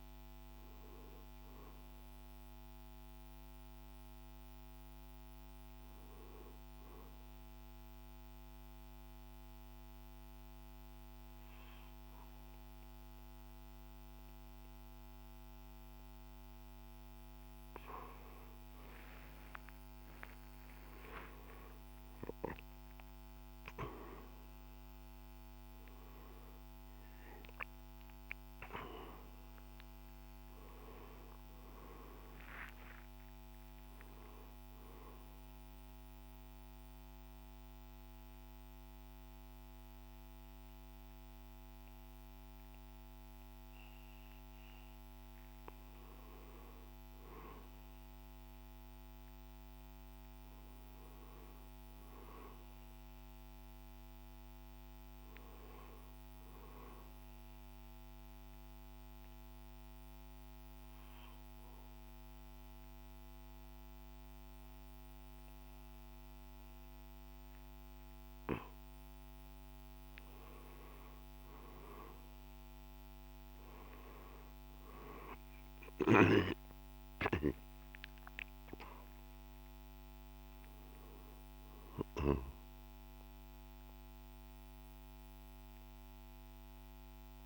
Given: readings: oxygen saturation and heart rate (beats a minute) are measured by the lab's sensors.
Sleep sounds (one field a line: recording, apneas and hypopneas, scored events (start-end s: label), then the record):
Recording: breathing in sleep by a microphone on the trachea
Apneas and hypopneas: 3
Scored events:
0.00-2.00 s: oxygen desaturation (device-marked, oxygen 93% lowest, heart rate 60 extreme)
7.00-17.00 s: central apnea (oxygen 97% before, 92% lowest, heart rate 64 before, 60 extreme, up 20 after)
18.50-24.00 s: arousal
29.00-52.00 s: oxygen desaturation (device-marked, oxygen 95% before, 92% lowest, heart rate 68 before, 59 extreme)
30.00-44.00 s: drop in pulse transit time (device-marked, heart rate 69 before, 66 extreme)
35.00-46.00 s: central apnea (oxygen 95% before, 92% lowest, heart rate 73 before, 59 extreme, up 1 after)
48.50-53.50 s: arousal
57.50-69.00 s: central apnea (oxygen 97% before, 92% lowest, heart rate 66 before, 59 extreme, up 7 after)
59.00-70.00 s: oxygen desaturation (device-marked, oxygen 97% before, 94% lowest, heart rate 65 before, 59 extreme)
71.50-76.00 s: arousal
74.00-85.00 s: drop in pulse transit time (device-marked, heart rate 62 before, 65 extreme)
84.00-87.46 s: oxygen desaturation (device-marked, oxygen 96% before, 92% lowest, heart rate 64 before, 60 extreme)
From the record:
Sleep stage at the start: N1 (lightest sleep)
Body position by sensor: on the right side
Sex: male